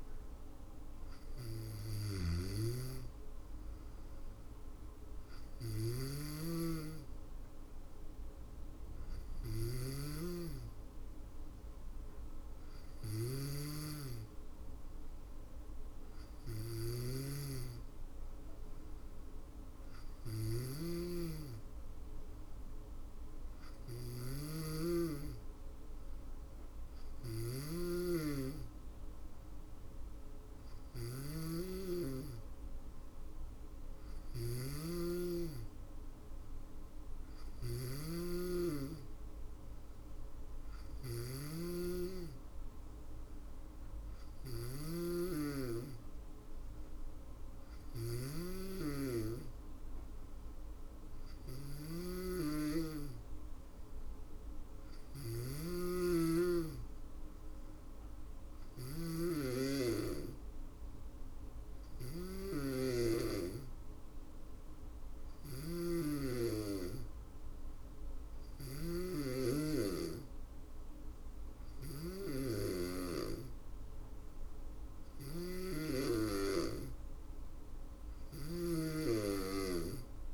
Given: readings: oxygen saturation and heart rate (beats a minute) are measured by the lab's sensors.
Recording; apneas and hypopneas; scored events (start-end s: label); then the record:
breathing in sleep by a room microphone; none
0.00-72.00 s: snoring (device-marked)
5.00-13.00 s: drop in pulse transit time (device-marked, heart rate 57 before, 55 extreme)
74.00-80.34 s: snoring (device-marked)
From the record:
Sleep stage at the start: N2 (light sleep); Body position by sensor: on the back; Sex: female